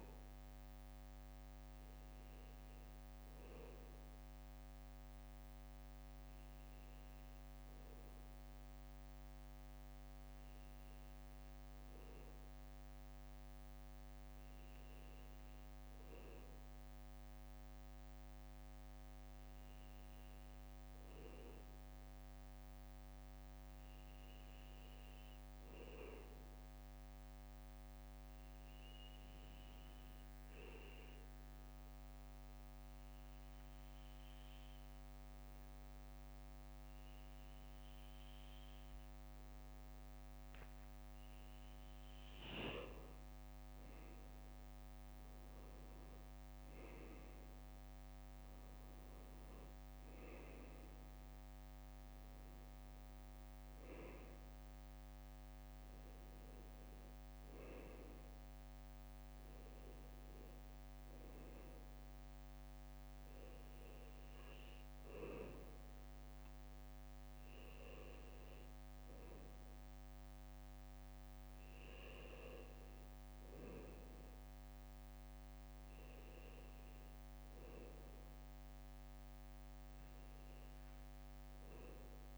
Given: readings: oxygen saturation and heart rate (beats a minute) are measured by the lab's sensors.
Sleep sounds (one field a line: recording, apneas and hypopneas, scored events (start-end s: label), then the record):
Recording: breathing in sleep by a microphone on the trachea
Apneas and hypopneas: 1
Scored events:
0.00-1.50 s: bradycardia (device-marked, heart rate 58 extreme)
4.50-8.00 s: arousal
5.50-24.50 s: bradycardia (device-marked, heart rate 59 before, 58 extreme)
13.00-40.00 s: hypopnea (oxygen 99% before, 95% lowest, heart rate 59 before, 58 extreme, up 1 after)
45.00-49.00 s: arousal
62.50-68.50 s: bradycardia (device-marked, heart rate 59 before, 59 extreme)
78.50-82.38 s: bradycardia (device-marked, heart rate 59 before, 59 extreme)
From the record:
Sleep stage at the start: N2 (light sleep)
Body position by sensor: on the back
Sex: male